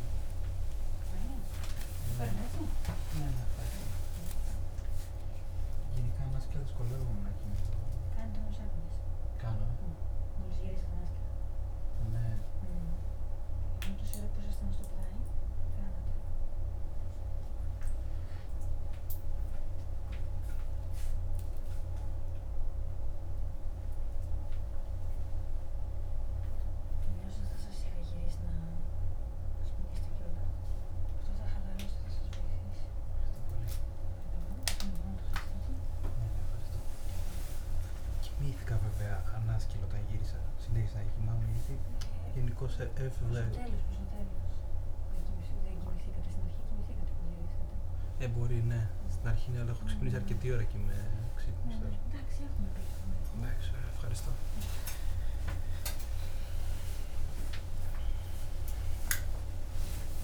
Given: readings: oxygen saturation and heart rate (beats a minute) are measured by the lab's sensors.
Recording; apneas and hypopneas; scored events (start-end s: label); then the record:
a person awake in a sleep study, by a room microphone; none
0.50-5.50 s: tachycardia (device-marked, heart rate 53 before, 111 extreme)
41.50-48.00 s: snoring (device-marked)
49.50-53.50 s: tachycardia (device-marked, heart rate 56 before, 102 extreme)
From the record:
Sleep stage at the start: awake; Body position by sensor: upright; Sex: male